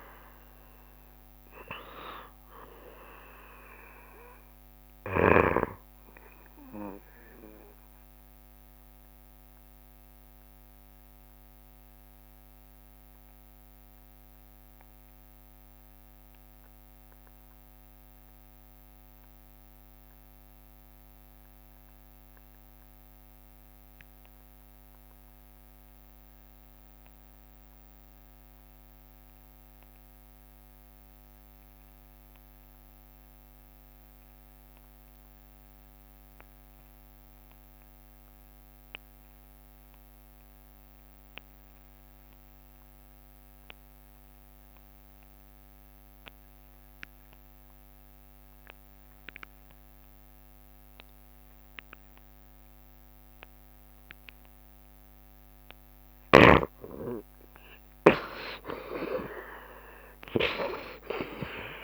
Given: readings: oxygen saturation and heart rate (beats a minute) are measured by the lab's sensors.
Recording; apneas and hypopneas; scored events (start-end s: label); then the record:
breathing in sleep by a microphone on the trachea; 1
0.00-23.00 s: oxygen desaturation (device-marked, oxygen 72% lowest, heart rate 69 extreme)
8.00-56.00 s: obstructive apnea (oxygen 88% before, 69% lowest, heart rate 74 before, 69 extreme, up 3 after)
14.50-16.50 s: long interval between heartbeats (device-marked, heart rate 74 before, 88 extreme)
32.00-61.84 s: oxygen desaturation (device-marked, oxygen 92% before, 69% lowest, heart rate 76 before, 66 extreme)
57.50-61.84 s: arousal
From the record:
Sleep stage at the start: N2 (light sleep); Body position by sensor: on the back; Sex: male